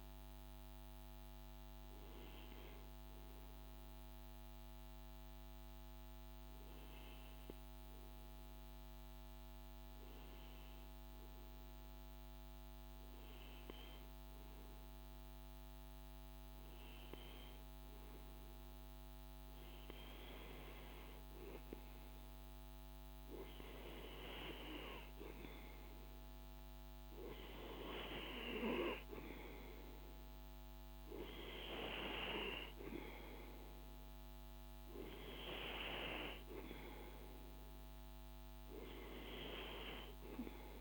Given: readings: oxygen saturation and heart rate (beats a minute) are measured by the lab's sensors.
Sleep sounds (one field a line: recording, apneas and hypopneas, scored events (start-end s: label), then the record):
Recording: breathing in sleep by a microphone on the trachea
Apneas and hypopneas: 1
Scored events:
3.00-16.00 s: hypopnea (oxygen 96% before, 93% lowest, heart rate 53 before, 52 extreme, up 2 after)
17.50-21.00 s: arousal
21.50-38.50 s: oxygen desaturation (device-marked, oxygen 96% before, 93% lowest, heart rate 53 before, 52 extreme)
From the record:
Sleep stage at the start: N2 (light sleep)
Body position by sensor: on the right side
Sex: male